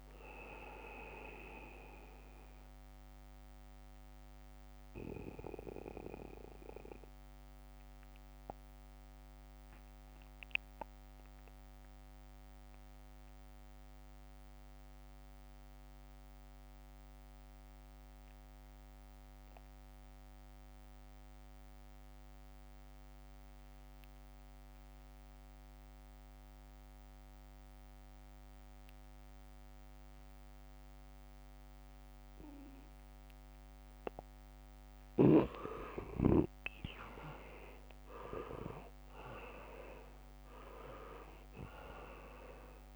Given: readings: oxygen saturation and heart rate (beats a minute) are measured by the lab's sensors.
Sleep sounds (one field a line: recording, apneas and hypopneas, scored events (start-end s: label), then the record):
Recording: breathing in sleep by a microphone on the trachea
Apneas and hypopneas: 1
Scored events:
0.00-20.00 s: oxygen desaturation (device-marked, oxygen 76% lowest, heart rate 66 extreme)
4.50-34.50 s: mixed apnea (oxygen 99% before, 76% lowest, heart rate 69 before, 67 extreme, up 1 after)
25.00-42.95 s: oxygen desaturation (device-marked, oxygen 99% before, 77% lowest, heart rate 78 before, 67 extreme)
29.00-31.50 s: leg movement (device-marked)
36.50-41.00 s: arousal
From the record:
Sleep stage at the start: N2 (light sleep)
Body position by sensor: on the back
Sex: male